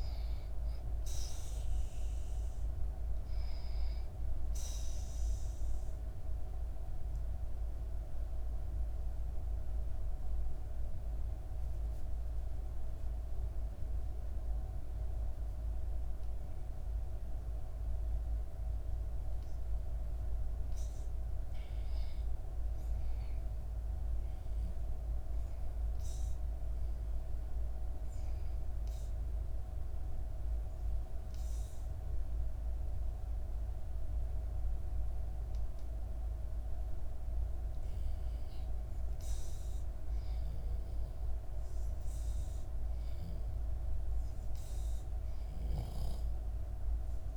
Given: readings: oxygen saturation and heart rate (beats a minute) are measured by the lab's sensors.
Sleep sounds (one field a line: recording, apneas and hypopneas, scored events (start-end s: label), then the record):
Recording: breathing in sleep, hard to hear, by a room microphone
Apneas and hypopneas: 2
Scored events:
0.00-3.00 s: arousal
6.00-18.50 s: obstructive apnea (oxygen 97% before, 87% lowest, heart rate 73 before, 67 extreme, up 0 after)
20.00-23.50 s: arousal
26.00-38.50 s: obstructive apnea (oxygen 97% before, 80% lowest, heart rate 68 before, 67 extreme, up 2 after)
26.00-47.37 s: oxygen desaturation (device-marked, oxygen 96% before, 87% lowest, heart rate 68 before, 67 extreme)
40.00-43.50 s: arousal
From the record:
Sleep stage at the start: REM sleep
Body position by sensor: on the back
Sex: female